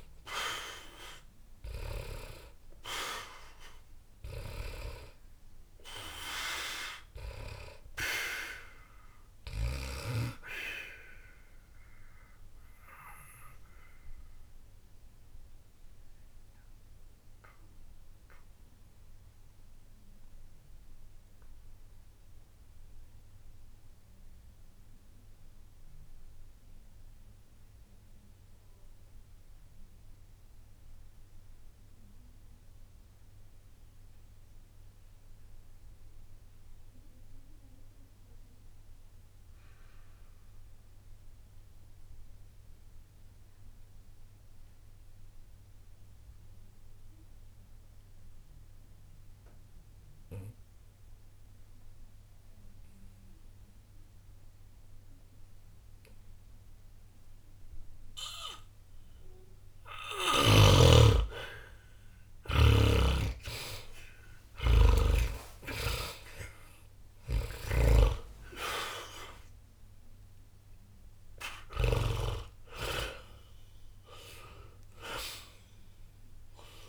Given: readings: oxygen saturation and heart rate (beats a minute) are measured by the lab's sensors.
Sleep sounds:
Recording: breathing in sleep by a room microphone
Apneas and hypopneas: 1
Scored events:
0.00-36.00 s: oxygen desaturation (device-marked, oxygen 73% lowest, heart rate 59 extreme)
12.50-60.00 s: obstructive apnea (oxygen 96% before, 73% lowest, heart rate 60 before, 59 extreme, up 20 after)
47.00-76.89 s: oxygen desaturation (device-marked, oxygen 100% before, 73% lowest, heart rate 61 before, 59 extreme)
62.50-72.00 s: snoring (device-marked)
63.00-67.50 s: arousal
From the record:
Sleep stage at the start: N2 (light sleep)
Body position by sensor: on the back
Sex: male

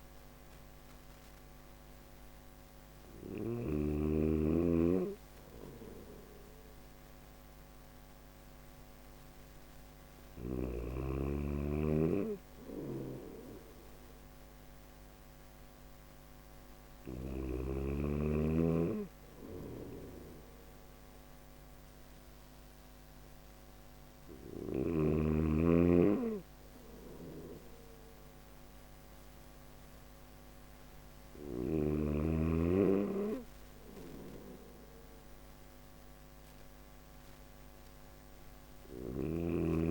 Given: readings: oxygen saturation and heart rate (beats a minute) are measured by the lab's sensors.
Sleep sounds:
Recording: breathing in sleep by a microphone on the trachea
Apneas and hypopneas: none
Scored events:
11.50-16.50 s: snoring (device-marked)
18.50-24.00 s: snoring (device-marked)
38.00-39.90 s: snoring (device-marked)
From the record:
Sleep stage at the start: N3 (deep sleep)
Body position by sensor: on the back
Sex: male

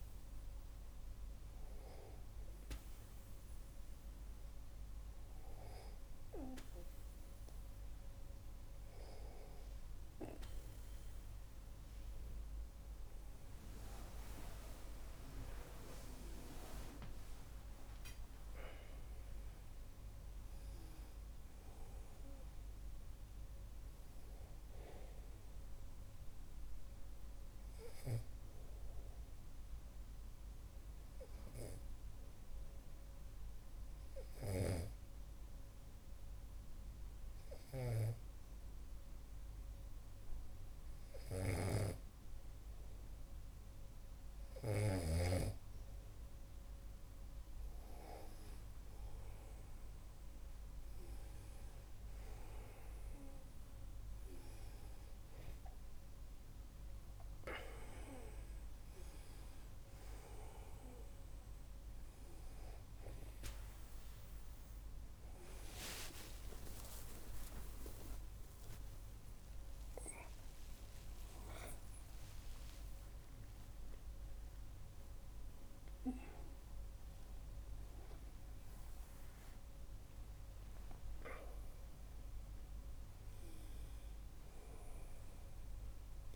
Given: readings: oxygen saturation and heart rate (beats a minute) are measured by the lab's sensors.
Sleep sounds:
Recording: a person partly awake in a sleep study, by a room microphone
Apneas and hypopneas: 1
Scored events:
15.00-19.00 s: arousal
28.50-45.00 s: hypopnea (oxygen 98% before, 94% lowest, heart rate 62 before, 41 extreme, up 8 after)
41.50-45.50 s: snoring (device-marked)
57.50-86.36 s: new sleep stage, awake
64.50-80.50 s: tachycardia (device-marked, heart rate 55 before, 188 extreme)
From the record:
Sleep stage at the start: N2 (light sleep)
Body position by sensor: on the back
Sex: male

